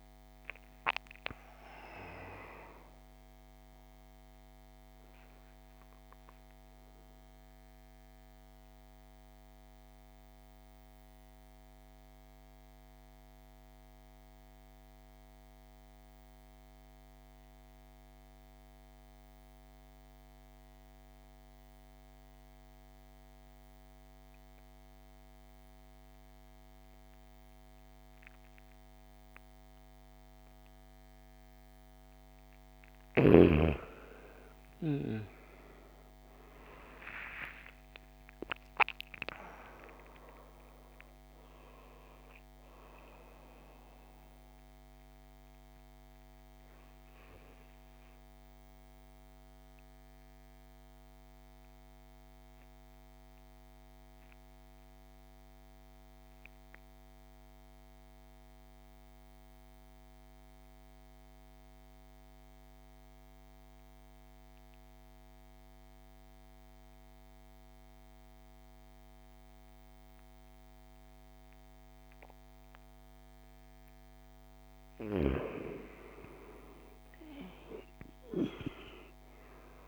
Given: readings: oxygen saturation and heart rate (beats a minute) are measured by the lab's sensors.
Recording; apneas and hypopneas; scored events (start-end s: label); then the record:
breathing in sleep by a microphone on the trachea; 2
0.00-24.00 s: oxygen desaturation (device-marked, oxygen 87% lowest, heart rate 48 extreme)
4.50-31.50 s: mixed apnea (oxygen 99% before, 81% lowest, heart rate 59 before, 48 extreme, up 20 after)
33.00-65.00 s: oxygen desaturation (device-marked, oxygen 98% before, 81% lowest, heart rate 54 before, 50 extreme)
33.50-37.00 s: arousal
45.50-74.00 s: mixed apnea (oxygen 98% before, 81% lowest, heart rate 64 before, 50 extreme, up 11 after)
72.00-79.88 s: oxygen desaturation (device-marked, oxygen 99% before, 83% lowest, heart rate 55 before, 51 extreme)
75.50-79.00 s: arousal
From the record:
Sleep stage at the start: N2 (light sleep); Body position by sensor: on the right side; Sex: male